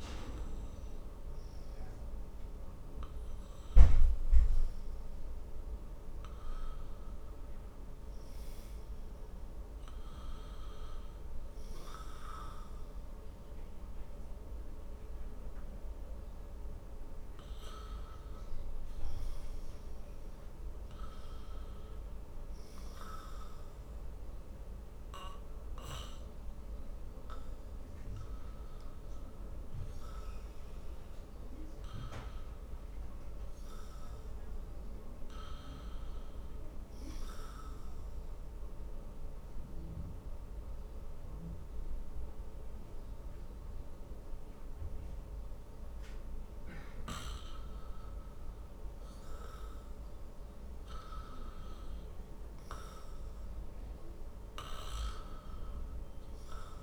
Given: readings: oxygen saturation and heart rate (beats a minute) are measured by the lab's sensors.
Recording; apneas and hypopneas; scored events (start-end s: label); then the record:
breathing in sleep by a room microphone; 1
28.50-32.00 s: arousal
37.50-51.50 s: obstructive apnea (oxygen 95% before, 93% lowest, heart rate 57 before, 51 extreme, up 5 after)
55.50-56.83 s: arousal
From the record:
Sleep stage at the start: N2 (light sleep); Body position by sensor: on the back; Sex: male